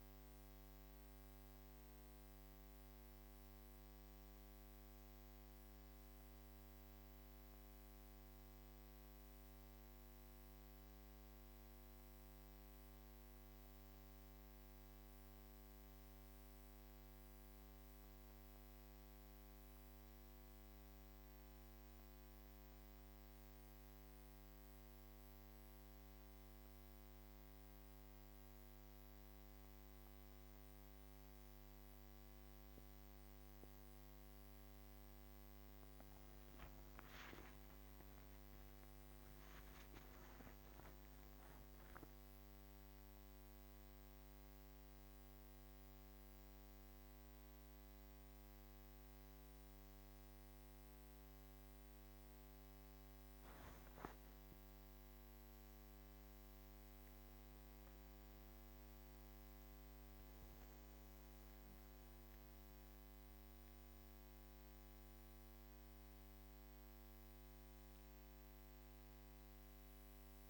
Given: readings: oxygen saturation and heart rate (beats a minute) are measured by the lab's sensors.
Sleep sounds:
breathing in sleep, hard to hear, by a microphone on the trachea; 1
11.50-31.50 s: hypopnea (oxygen 98% before, 95% lowest)
35.00-39.00 s: arousal
41.50-70.50 s: new sleep stage, N1 (lightest sleep)
From the record:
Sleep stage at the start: N2 (light sleep); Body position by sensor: on the back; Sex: female

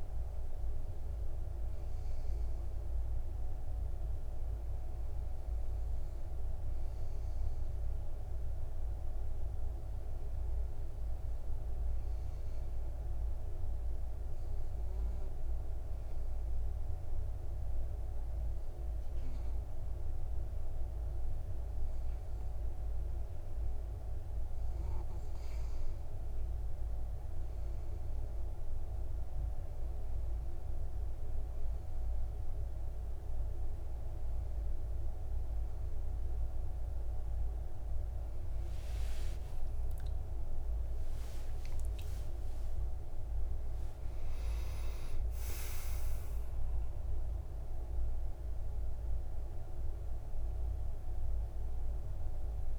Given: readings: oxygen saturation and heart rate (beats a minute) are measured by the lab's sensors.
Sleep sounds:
breathing in sleep, hard to hear, by a room microphone; 1
13.50-25.50 s: obstructive apnea (oxygen 96% before, 93% lowest, heart rate 57 before, 54 extreme, up 9 after)
31.50-47.50 s: oxygen desaturation (device-marked, oxygen 96% before, 93% lowest, heart rate 58 before, 57 extreme)
39.00-41.00 s: long interval between heartbeats (device-marked, heart rate 60 before, 67 extreme)
39.50-44.00 s: arousal
From the record:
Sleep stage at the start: N2 (light sleep); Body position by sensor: on the back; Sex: male

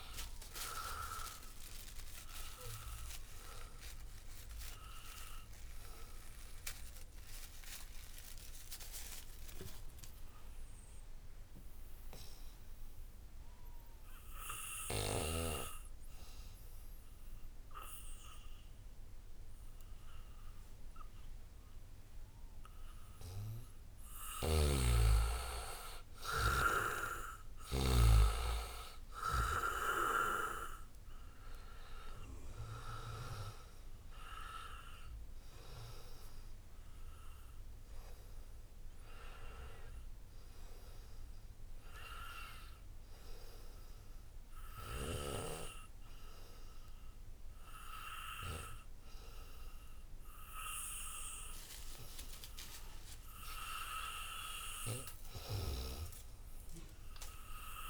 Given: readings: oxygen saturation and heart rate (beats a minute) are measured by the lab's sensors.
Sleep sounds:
breathing in sleep by a room microphone; 2
0.00-9.00 s: oxygen desaturation (device-marked, oxygen 88% lowest, heart rate 75 extreme)
3.00-23.50 s: obstructive apnea (oxygen 98% before, 86% lowest, heart rate 79 before, 75 extreme, up 3 after)
23.00-45.00 s: oxygen desaturation (device-marked, oxygen 97% before, 86% lowest, heart rate 77 before, 75 extreme)
24.00-27.50 s: snoring (device-marked)
25.00-29.50 s: arousal
34.50-52.50 s: obstructive apnea (oxygen 97% before, 86% lowest, heart rate 76 before, 75 extreme, up 0 after)
55.50-57.90 s: arousal
From the record:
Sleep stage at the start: N2 (light sleep); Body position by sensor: on the back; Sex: male

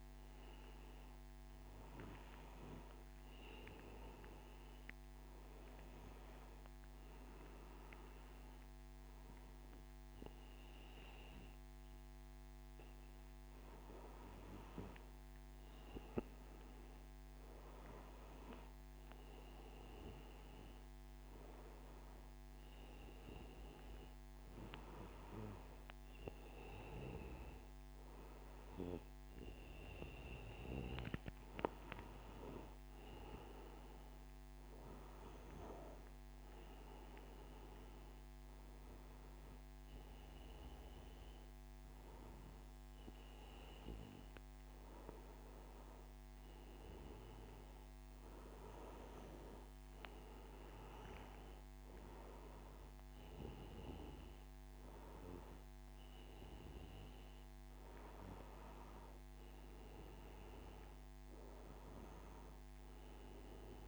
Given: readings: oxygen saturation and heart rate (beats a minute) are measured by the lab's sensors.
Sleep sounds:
breathing in sleep by a microphone on the trachea; none
23.00-25.00 s: long interval between heartbeats (device-marked, heart rate 98 before, 98 extreme)
From the record:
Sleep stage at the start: N1 (lightest sleep); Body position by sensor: on the back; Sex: male

